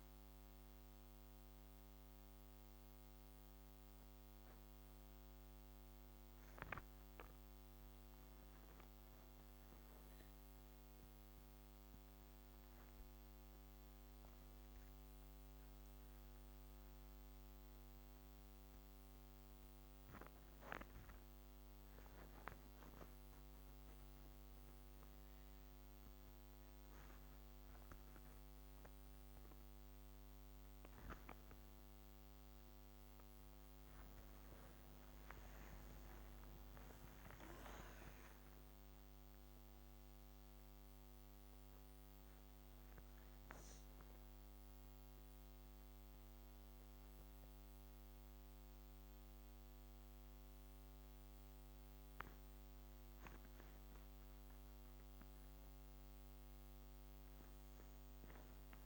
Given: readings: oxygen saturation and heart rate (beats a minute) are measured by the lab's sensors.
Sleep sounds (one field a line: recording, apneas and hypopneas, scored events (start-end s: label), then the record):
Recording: a person awake in a sleep study, hard to hear, by a microphone on the trachea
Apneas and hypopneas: none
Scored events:
none scored
From the record:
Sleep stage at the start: awake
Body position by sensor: on the back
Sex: female